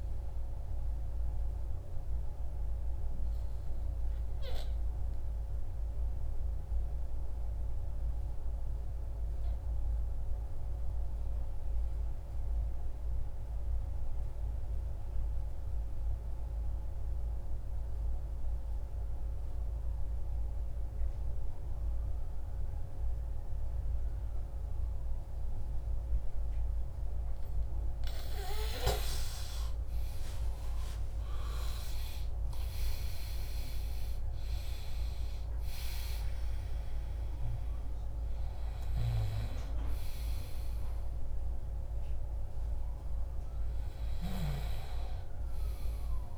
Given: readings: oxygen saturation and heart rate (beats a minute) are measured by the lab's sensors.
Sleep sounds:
breathing in sleep by a room microphone; 1
0.00-11.50 s: oxygen desaturation (device-marked, oxygen 88% lowest, heart rate 56 extreme)
0.50-27.50 s: obstructive apnea (oxygen 98% before, 88% lowest, heart rate 63 before, 59 extreme, up 50 after)
25.50-46.38 s: oxygen desaturation (device-marked, oxygen 99% before, 90% lowest, heart rate 64 before, 58 extreme)
29.50-32.50 s: arousal
From the record:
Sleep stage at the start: N2 (light sleep); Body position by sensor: on the back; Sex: male

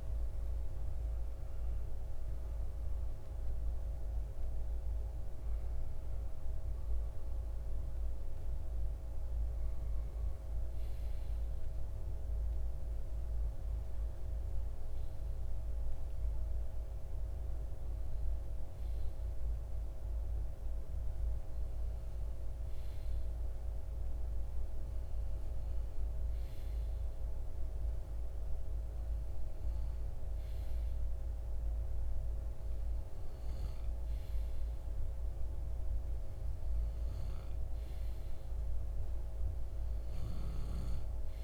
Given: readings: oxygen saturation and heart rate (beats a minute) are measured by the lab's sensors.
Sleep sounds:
breathing in sleep, hard to hear, by a room microphone; none
5.50-21.50 s: oxygen desaturation (device-marked, oxygen 99% before, 93% lowest)
36.50-41.44 s: oxygen desaturation (device-marked, oxygen 97% before, 93% lowest)
From the record:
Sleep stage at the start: N2 (light sleep); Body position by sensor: on the left side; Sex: male

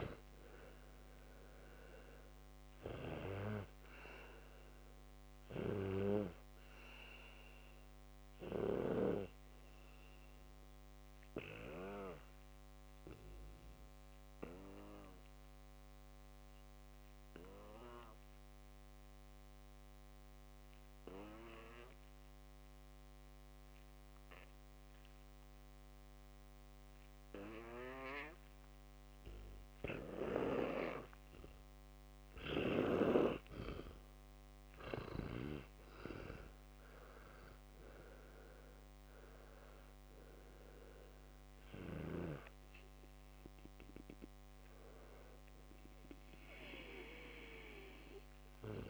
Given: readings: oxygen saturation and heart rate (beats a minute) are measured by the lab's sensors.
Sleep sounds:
breathing in sleep by a microphone on the trachea; 1
0.00-1.50 s: arousal
0.00-4.50 s: oxygen desaturation (device-marked, oxygen 88% lowest, heart rate 59 extreme)
12.00-32.00 s: obstructive apnea (oxygen 95% before, 88% lowest, heart rate 76 before, 59 extreme, up 14 after)
34.50-38.00 s: arousal
34.50-48.89 s: oxygen desaturation (device-marked, oxygen 100% before, 88% lowest, heart rate 61 before, 59 extreme)
From the record:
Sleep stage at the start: N2 (light sleep); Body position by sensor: on the back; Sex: male

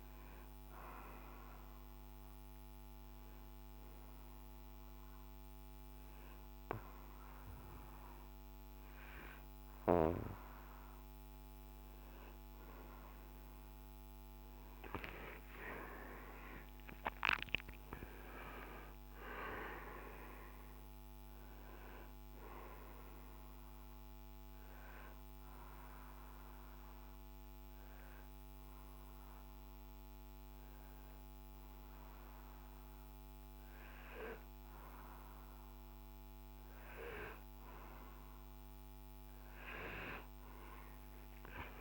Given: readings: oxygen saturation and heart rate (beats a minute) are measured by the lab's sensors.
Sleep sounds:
breathing in sleep by a microphone on the trachea; 2
0.00-15.50 s: oxygen desaturation (device-marked, oxygen 90% lowest, heart rate 57 extreme)
1.00-12.00 s: hypopnea (oxygen 99% before, 90% lowest, heart rate 71 before, 57 extreme, up 18 after)
15.00-18.50 s: arousal
17.50-39.50 s: oxygen desaturation (device-marked, oxygen 97% before, 92% lowest, heart rate 67 before, 57 extreme)
24.00-37.50 s: hypopnea (oxygen 97% before, 92% lowest, heart rate 70 before, 58 extreme, up 21 after)
From the record:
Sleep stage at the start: N2 (light sleep); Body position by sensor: on the right side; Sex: male

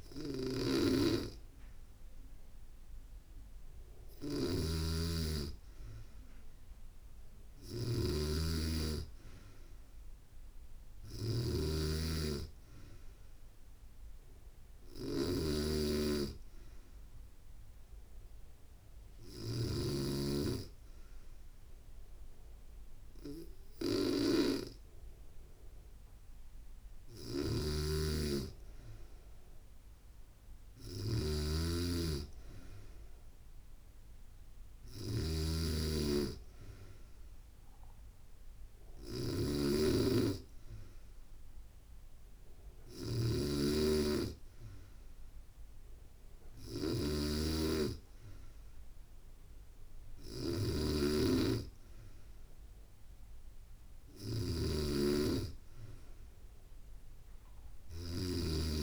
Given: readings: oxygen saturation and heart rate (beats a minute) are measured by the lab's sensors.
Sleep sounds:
breathing in sleep by a room microphone; none
0.00-19.00 s: snoring (device-marked)
27.00-58.83 s: snoring (device-marked)
From the record:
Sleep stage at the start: N2 (light sleep); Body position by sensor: on the back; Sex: female

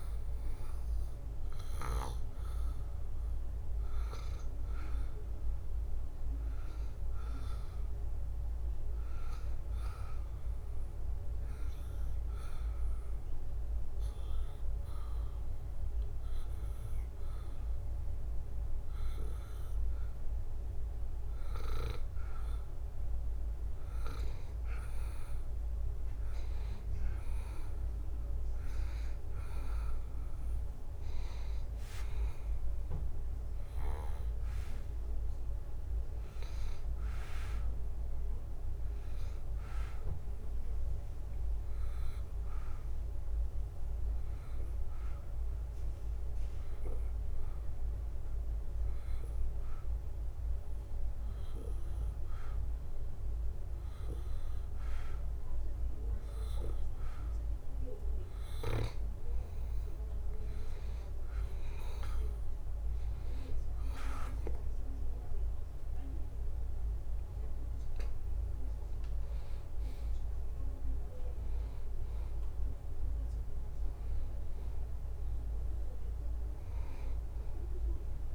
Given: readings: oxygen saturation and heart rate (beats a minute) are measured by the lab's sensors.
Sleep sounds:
breathing in sleep by a room microphone; 2
10.50-20.50 s: hypopnea (oxygen 93% before, 90% lowest, heart rate 79 before, 77 extreme, up 1 after)
23.50-27.50 s: arousal
40.50-57.00 s: hypopnea (oxygen 93% before, 90% lowest, heart rate 79 before, 73 extreme, up 2 after)
59.50-78.34 s: oxygen desaturation (device-marked, oxygen 93% before, 90% lowest, heart rate 78 before, 73 extreme)
62.00-65.50 s: arousal
72.50-74.50 s: long interval between heartbeats (device-marked, heart rate 79 before, 74 extreme)
From the record:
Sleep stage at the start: N2 (light sleep); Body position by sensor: on the back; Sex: male

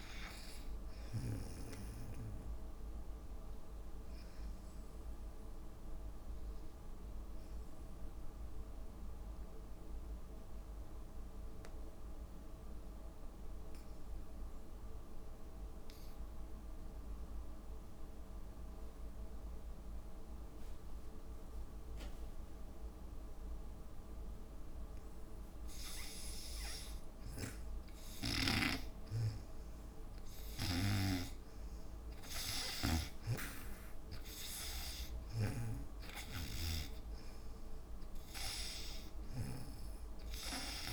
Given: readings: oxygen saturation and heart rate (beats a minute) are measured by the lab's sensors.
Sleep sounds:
breathing in sleep by a room microphone; 1
0.00-7.50 s: oxygen desaturation (device-marked, oxygen 74% lowest, heart rate 54 extreme)
5.50-27.00 s: mixed apnea (oxygen 92% before, 78% lowest, heart rate 64 before, 58 extreme, up 10 after)
24.50-40.93 s: oxygen desaturation (device-marked, oxygen 98% before, 78% lowest, heart rate 59 before, 56 extreme)
29.00-32.00 s: arousal
33.00-39.50 s: snoring (device-marked)
From the record:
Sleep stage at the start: N2 (light sleep); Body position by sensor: on the back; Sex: female

